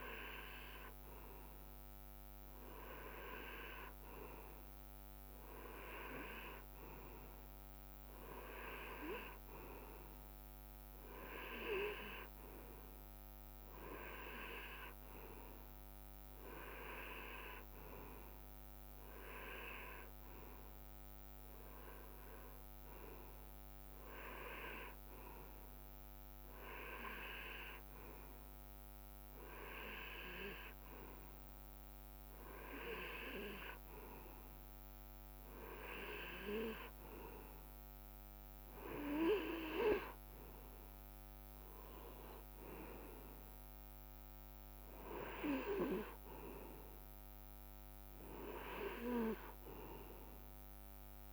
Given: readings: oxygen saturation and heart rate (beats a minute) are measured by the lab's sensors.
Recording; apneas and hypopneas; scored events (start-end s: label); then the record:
breathing in sleep by a microphone on the trachea; none
none scored
From the record:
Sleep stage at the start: N2 (light sleep); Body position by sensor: on the right side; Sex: male